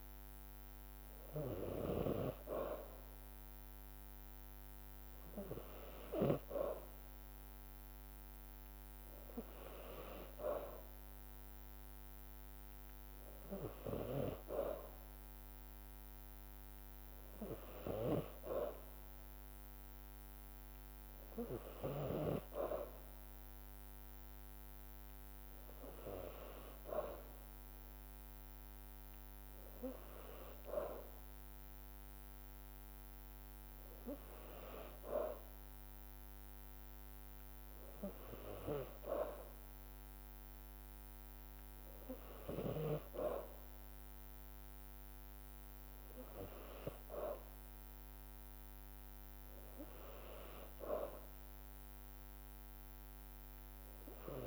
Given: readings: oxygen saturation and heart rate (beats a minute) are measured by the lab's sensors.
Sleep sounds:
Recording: breathing in sleep by a microphone on the trachea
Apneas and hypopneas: none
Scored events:
none scored
From the record:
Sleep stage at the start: N2 (light sleep)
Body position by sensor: on the back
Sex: female

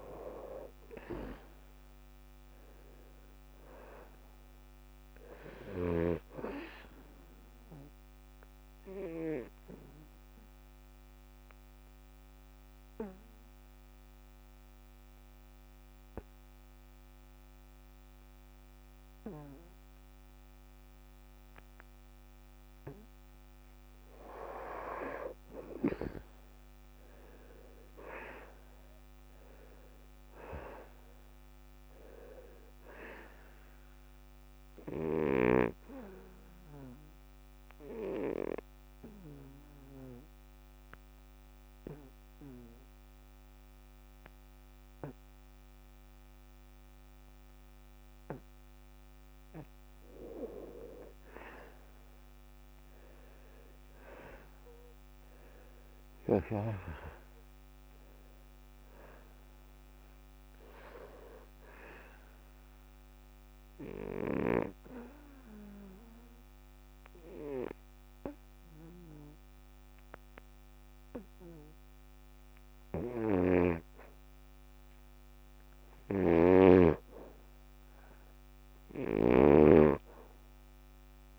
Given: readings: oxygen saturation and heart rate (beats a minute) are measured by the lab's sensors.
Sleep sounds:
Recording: breathing in sleep by a microphone on the trachea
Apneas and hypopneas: 3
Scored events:
0.00-1.00 s: arousal
7.50-24.00 s: obstructive apnea (oxygen 97% before, 82% lowest, heart rate 73 before, 69 extreme, up 5 after)
10.50-21.50 s: oxygen desaturation (device-marked, oxygen 97% before, 89% lowest, heart rate 72 before, 69 extreme)
25.50-29.50 s: arousal
33.50-54.50 s: oxygen desaturation (device-marked, oxygen 94% before, 82% lowest, heart rate 72 before, 72 extreme)
34.50-50.00 s: obstructive apnea (oxygen 96% before, 82% lowest, heart rate 72 before, 72 extreme, up 2 after)
52.00-54.50 s: arousal
62.50-76.00 s: obstructive apnea (oxygen 96% before, 86% lowest, heart rate 75 before, 71 extreme, up 2 after)
65.50-80.50 s: oxygen desaturation (device-marked, oxygen 96% before, 86% lowest, heart rate 75 before, 71 extreme)
73.50-80.00 s: snoring (device-marked)
From the record:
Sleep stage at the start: N2 (light sleep)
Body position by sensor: on the back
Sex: male

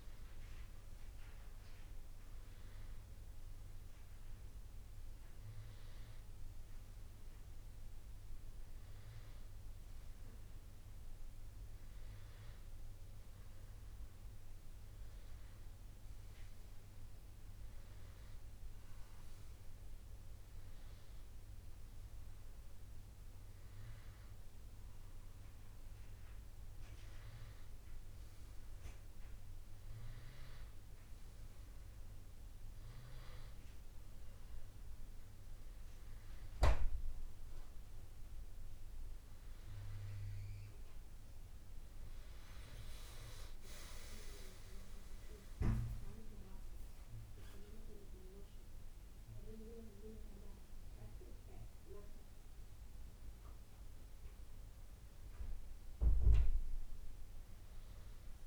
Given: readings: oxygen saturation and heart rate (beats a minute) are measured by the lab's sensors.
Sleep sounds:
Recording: breathing in sleep by a room microphone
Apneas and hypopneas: none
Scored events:
49.00-58.47 s: new sleep stage, N1 (lightest sleep)
From the record:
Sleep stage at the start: N2 (light sleep)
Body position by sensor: on the back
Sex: male

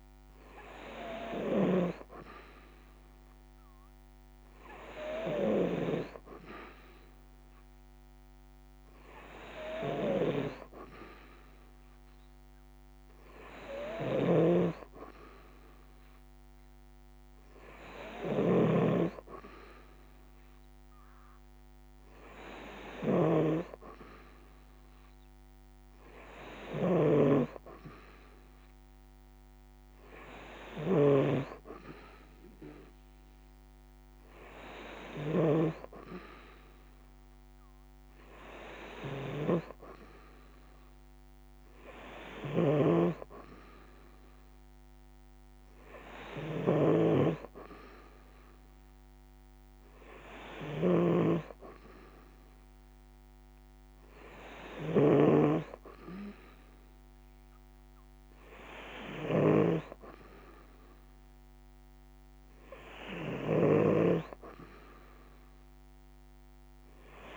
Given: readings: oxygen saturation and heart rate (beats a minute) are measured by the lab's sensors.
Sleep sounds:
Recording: breathing in sleep by a microphone on the trachea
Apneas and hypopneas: none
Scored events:
0.00-67.37 s: snoring (device-marked)
From the record:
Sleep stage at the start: N2 (light sleep)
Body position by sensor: on the right side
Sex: female

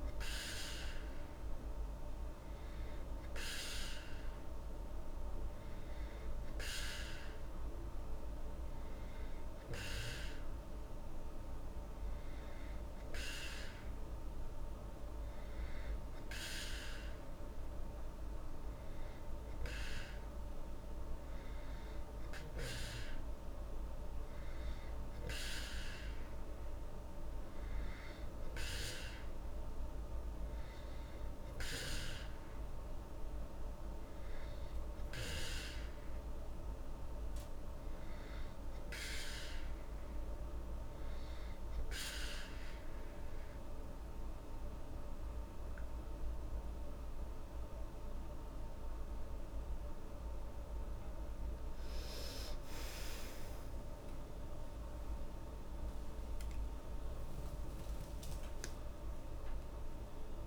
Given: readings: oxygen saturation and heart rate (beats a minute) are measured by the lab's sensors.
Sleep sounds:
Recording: a person partly awake in a sleep study, by a room microphone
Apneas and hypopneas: none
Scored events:
44.00-60.47 s: new sleep stage, awake
From the record:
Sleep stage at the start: N2 (light sleep)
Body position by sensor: on the back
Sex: female

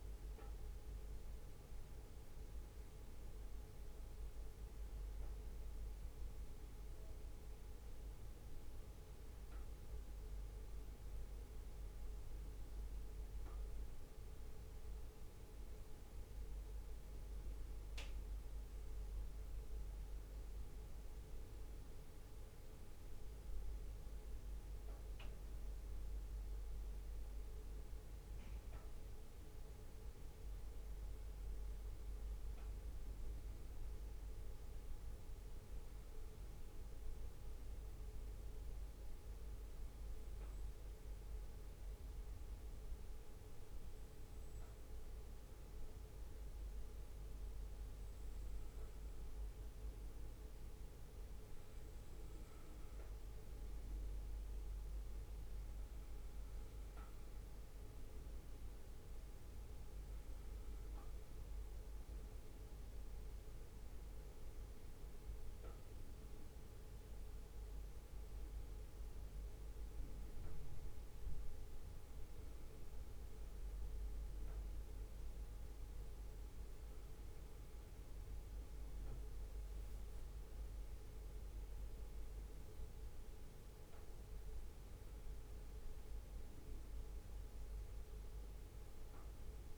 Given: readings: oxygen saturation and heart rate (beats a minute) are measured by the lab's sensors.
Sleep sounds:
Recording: breathing in sleep, hard to hear, by a room microphone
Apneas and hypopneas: 1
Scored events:
21.00-25.50 s: arousal
32.50-47.50 s: obstructive apnea (oxygen 98% before, 96% lowest, heart rate 64 before, 62 extreme, up 1 after)
52.00-56.00 s: arousal
From the record:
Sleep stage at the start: N2 (light sleep)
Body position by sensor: on the right side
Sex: male

